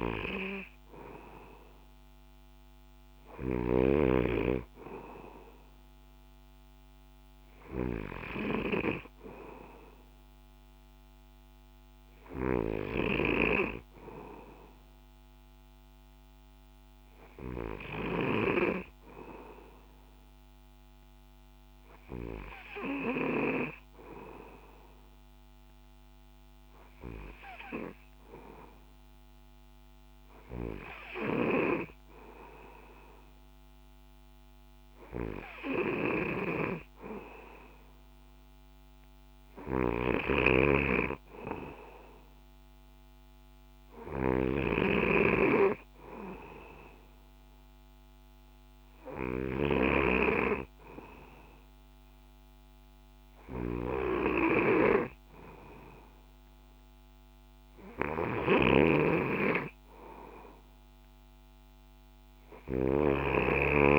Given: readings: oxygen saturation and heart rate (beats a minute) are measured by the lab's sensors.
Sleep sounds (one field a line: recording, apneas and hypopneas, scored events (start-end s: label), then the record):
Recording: breathing in sleep by a microphone on the trachea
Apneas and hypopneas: none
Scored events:
3.50-18.50 s: snoring (device-marked)
36.00-63.98 s: snoring (device-marked)
From the record:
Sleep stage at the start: N2 (light sleep)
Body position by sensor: on the back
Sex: male